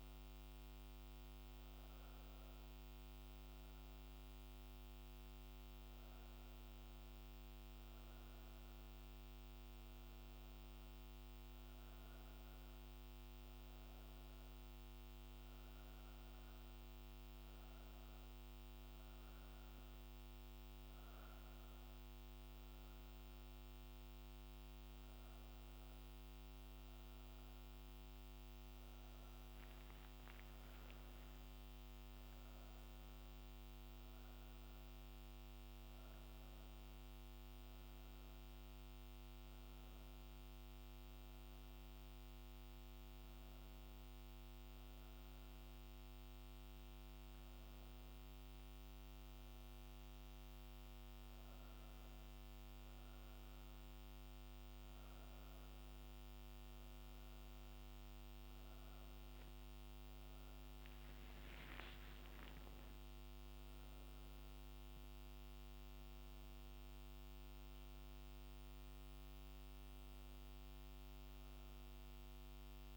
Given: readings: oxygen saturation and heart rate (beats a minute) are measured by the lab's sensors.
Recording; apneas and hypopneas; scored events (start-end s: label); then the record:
a person partly awake in a sleep study, hard to hear, by a microphone on the trachea; none
11.00-26.00 s: oxygen desaturation (device-marked, oxygen 96% before, 93% lowest, heart rate 60 before, 58 extreme)
16.00-72.97 s: new sleep stage, N1 (lightest sleep)
59.50-64.00 s: arousal
From the record:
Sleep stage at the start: awake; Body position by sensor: on the right side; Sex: female